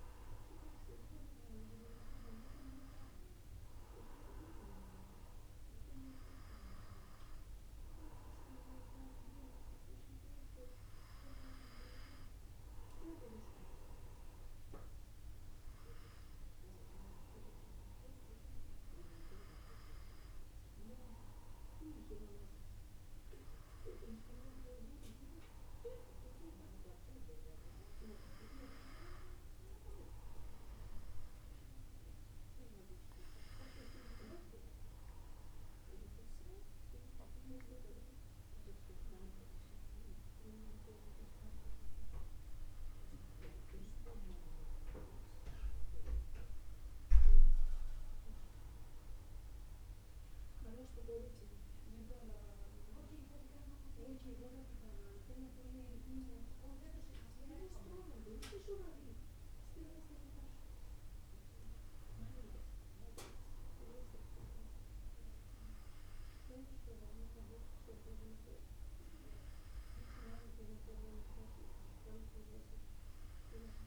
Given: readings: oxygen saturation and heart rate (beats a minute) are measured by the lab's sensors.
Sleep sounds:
breathing in sleep by a room microphone; none
none scored
From the record:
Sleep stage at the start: N2 (light sleep); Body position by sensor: on the back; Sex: male

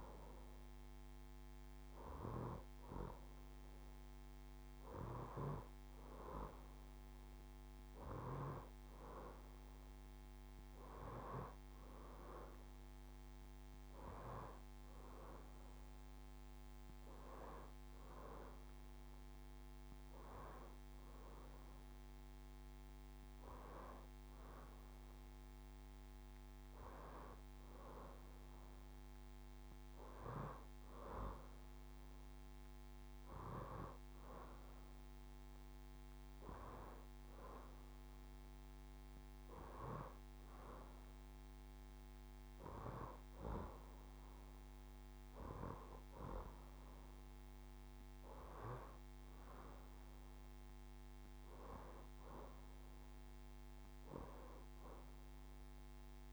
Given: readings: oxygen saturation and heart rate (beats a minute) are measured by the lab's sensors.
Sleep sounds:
breathing in sleep by a microphone on the trachea; none
none scored
From the record:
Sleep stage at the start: N2 (light sleep); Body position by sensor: on the left side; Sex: female

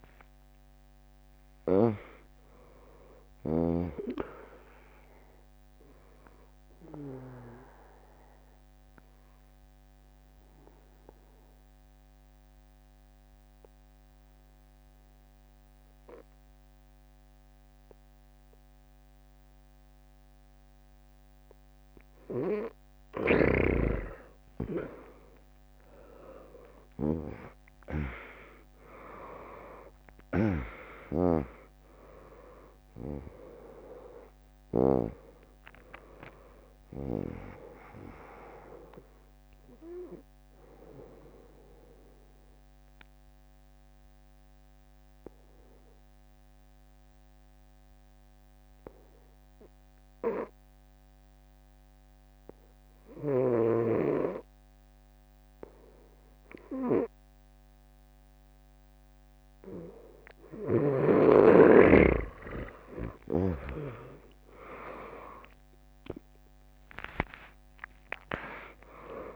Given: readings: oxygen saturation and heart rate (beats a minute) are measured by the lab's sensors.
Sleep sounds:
breathing in sleep by a microphone on the trachea; 2
0.00-14.50 s: drop in pulse transit time (device-marked, heart rate 65 extreme)
0.00-18.50 s: oxygen desaturation (device-marked, oxygen 95% lowest, heart rate 56 extreme)
6.50-22.50 s: obstructive apnea (oxygen 100% before, 95% lowest, heart rate 71 before, 56 extreme, up 19 after)
17.50-22.50 s: bradycardia (device-marked, heart rate 74 before, 56 extreme)
25.50-30.50 s: arousal
30.50-47.50 s: drop in pulse transit time (device-marked, heart rate 68 before, 78 extreme)
35.50-37.50 s: long interval between heartbeats (device-marked, heart rate 69 before, 100 extreme)
41.50-57.00 s: mixed apnea (oxygen 100% before, 95% lowest, heart rate 79 before, 55 extreme, up 5 after)
49.50-61.50 s: bradycardia (device-marked, heart rate 75 before, 55 extreme)
63.00-67.00 s: arousal
63.50-69.36 s: oxygen desaturation (device-marked, oxygen 99% before, 95% lowest, heart rate 64 before, 59 extreme)
64.50-69.36 s: drop in pulse transit time (device-marked, heart rate 63 before, 60 extreme)
From the record:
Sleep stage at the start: N2 (light sleep); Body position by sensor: on the right side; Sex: female

